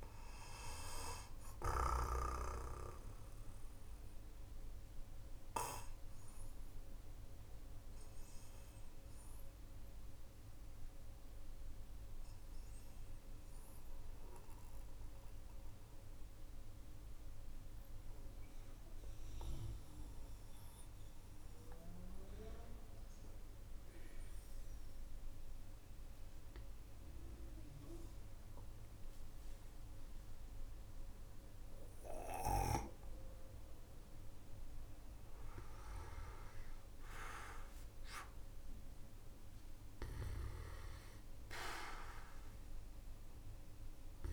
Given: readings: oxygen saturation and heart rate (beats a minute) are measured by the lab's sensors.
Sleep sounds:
breathing in sleep by a room microphone; 1
0.00-17.00 s: oxygen desaturation (device-marked, oxygen 94% lowest, heart rate 46 extreme)
0.50-32.50 s: mixed apnea (oxygen 99% before, 94% lowest, heart rate 51 before, 46 extreme, up 0 after)
29.00-34.00 s: oxygen desaturation (device-marked, oxygen 99% before, 96% lowest, heart rate 55 before, 46 extreme)
36.00-41.50 s: arousal
From the record:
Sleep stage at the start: N1 (lightest sleep); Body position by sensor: on the back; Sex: male

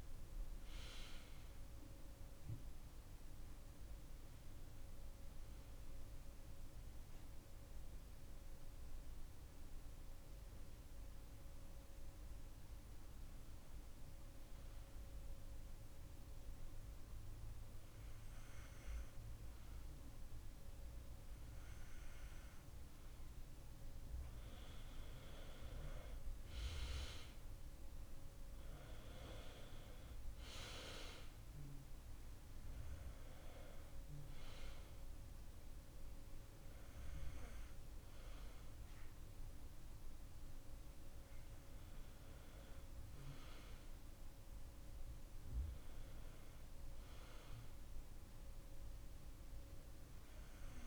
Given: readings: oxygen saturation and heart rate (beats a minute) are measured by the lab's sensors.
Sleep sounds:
breathing in sleep by a room microphone; 1
5.00-20.50 s: hypopnea (oxygen 95% before, 89% lowest)
22.50-26.50 s: arousal
25.50-43.50 s: oxygen desaturation (device-marked, oxygen 95% before, 90% lowest)
45.50-50.87 s: oxygen desaturation (device-marked, oxygen 95% before, 90% lowest)
From the record:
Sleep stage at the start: N2 (light sleep); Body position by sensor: on the back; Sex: male

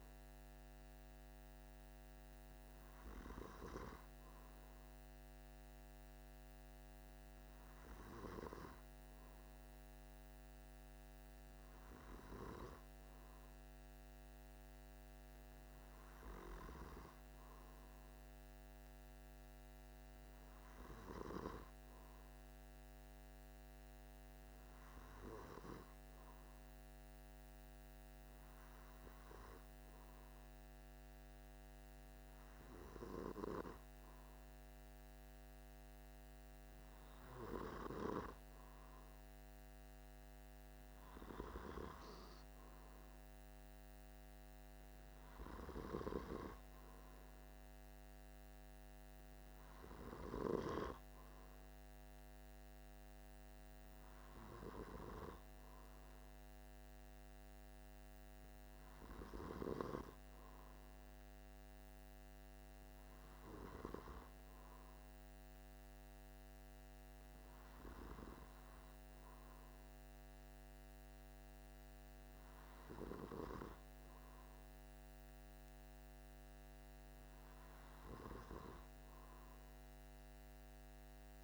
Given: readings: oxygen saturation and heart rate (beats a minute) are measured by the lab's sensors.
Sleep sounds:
breathing in sleep by a microphone on the trachea; 1
23.00-36.50 s: hypopnea (oxygen 96% before, 95% lowest, heart rate 49 before, 48 extreme, up 0 after)
From the record:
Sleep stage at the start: N2 (light sleep); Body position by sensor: on the back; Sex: male

